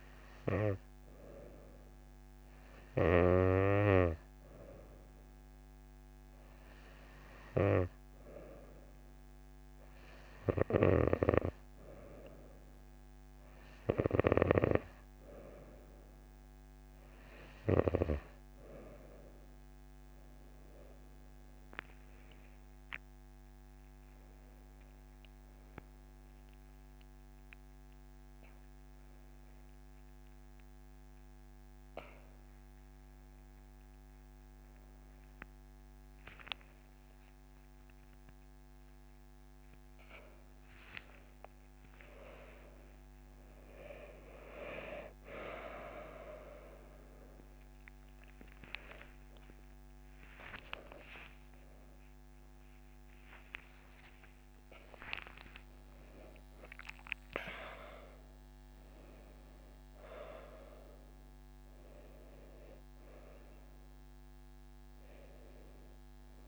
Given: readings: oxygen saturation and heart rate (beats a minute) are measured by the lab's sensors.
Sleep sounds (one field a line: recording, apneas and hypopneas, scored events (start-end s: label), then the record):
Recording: a person awake in a sleep study, by a microphone on the trachea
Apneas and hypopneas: none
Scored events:
16.50-66.48 s: new sleep stage, awake
22.00-24.00 s: long interval between heartbeats (device-marked)
30.50-32.50 s: long interval between heartbeats (device-marked)
55.50-57.50 s: long interval between heartbeats (device-marked)
From the record:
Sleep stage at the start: N2 (light sleep)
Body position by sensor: on the right side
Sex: female